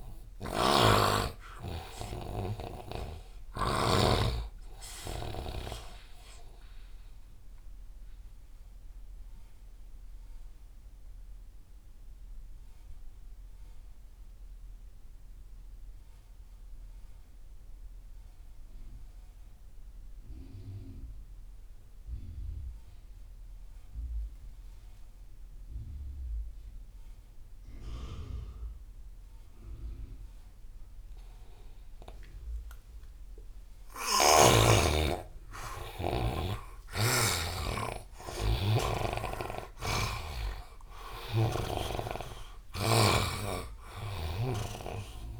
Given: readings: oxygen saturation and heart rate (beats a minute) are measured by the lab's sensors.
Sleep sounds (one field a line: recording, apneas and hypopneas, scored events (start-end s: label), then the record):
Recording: breathing in sleep by a room microphone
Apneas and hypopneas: 1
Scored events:
0.00-4.00 s: snoring (device-marked)
5.00-22.00 s: oxygen desaturation (device-marked, oxygen 94% before, 83% lowest)
6.00-34.00 s: mixed apnea (oxygen 99% before, 83% lowest)
33.00-45.40 s: oxygen desaturation (device-marked, oxygen 99% before, 87% lowest)
34.00-45.40 s: snoring (device-marked)
34.50-38.00 s: arousal
From the record:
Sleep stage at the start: N2 (light sleep)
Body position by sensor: on the right side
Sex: male